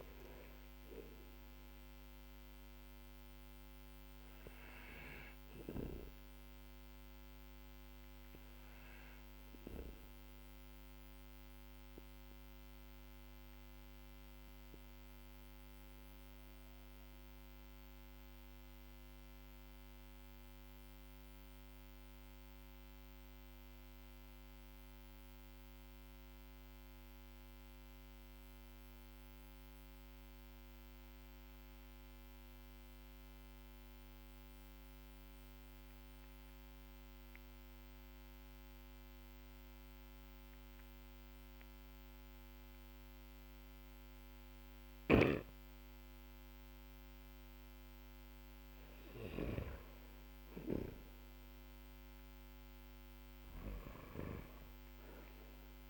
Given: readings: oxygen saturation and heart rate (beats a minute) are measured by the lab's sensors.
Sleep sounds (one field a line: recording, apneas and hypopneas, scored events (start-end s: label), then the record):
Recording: breathing in sleep by a microphone on the trachea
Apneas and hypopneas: 1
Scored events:
0.00-1.50 s: arousal
10.50-43.50 s: obstructive apnea (oxygen 97% before, 92% lowest, heart rate 53 before, 46 extreme, up 10 after)
44.00-49.00 s: snoring (device-marked)
44.50-49.00 s: arousal
45.00-55.90 s: oxygen desaturation (device-marked, oxygen 98% before, 95% lowest, heart rate 51 before, 45 extreme)
51.00-55.90 s: new sleep stage, N1 (lightest sleep)
54.50-55.90 s: arousal
From the record:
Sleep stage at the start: N2 (light sleep)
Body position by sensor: on the back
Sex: male